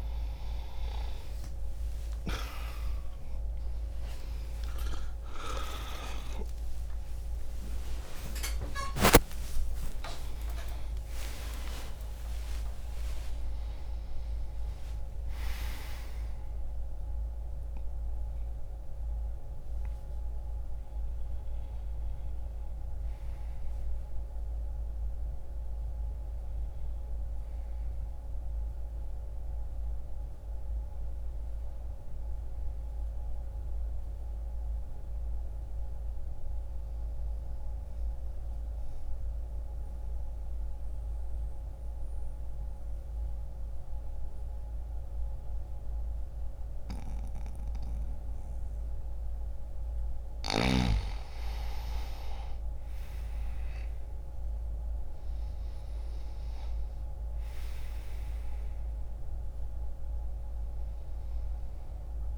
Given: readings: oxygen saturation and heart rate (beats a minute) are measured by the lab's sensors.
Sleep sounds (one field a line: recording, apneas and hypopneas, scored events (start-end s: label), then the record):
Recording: a person partly awake in a sleep study, by a room microphone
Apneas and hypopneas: 1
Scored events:
0.00-9.50 s: oxygen desaturation (device-marked, oxygen 90% lowest)
27.50-62.38 s: new sleep stage, N2 (light sleep)
34.00-49.50 s: central apnea (oxygen 92% before, 92% lowest)
52.00-55.50 s: arousal
56.50-62.38 s: oxygen desaturation (device-marked, oxygen 98% before, 92% lowest)
From the record:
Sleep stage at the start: awake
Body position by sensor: on the back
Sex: male